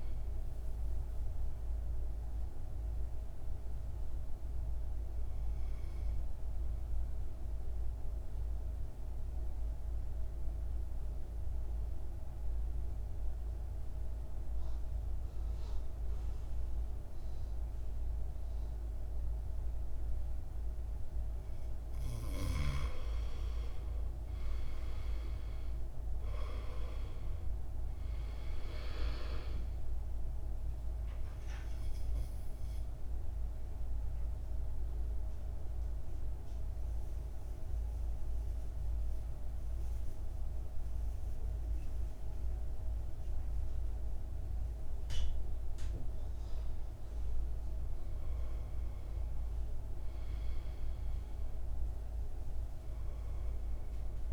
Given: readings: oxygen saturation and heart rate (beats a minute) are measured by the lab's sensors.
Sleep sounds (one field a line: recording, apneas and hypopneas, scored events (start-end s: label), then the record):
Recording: breathing in sleep, hard to hear, by a room microphone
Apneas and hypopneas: 2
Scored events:
0.00-17.00 s: oxygen desaturation (device-marked, oxygen 86% lowest, heart rate 50 extreme)
1.00-20.50 s: central apnea (oxygen 100% before, 86% lowest, heart rate 59 before, 50 extreme, up 10 after)
23.50-27.00 s: arousal
29.00-49.00 s: oxygen desaturation (device-marked, oxygen 98% before, 87% lowest, heart rate 57 before, 50 extreme)
30.50-47.50 s: central apnea (oxygen 98% before, 87% lowest, heart rate 57 before, 50 extreme, up 11 after)
50.00-53.50 s: arousal
From the record:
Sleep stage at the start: N2 (light sleep)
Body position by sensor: on the right side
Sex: male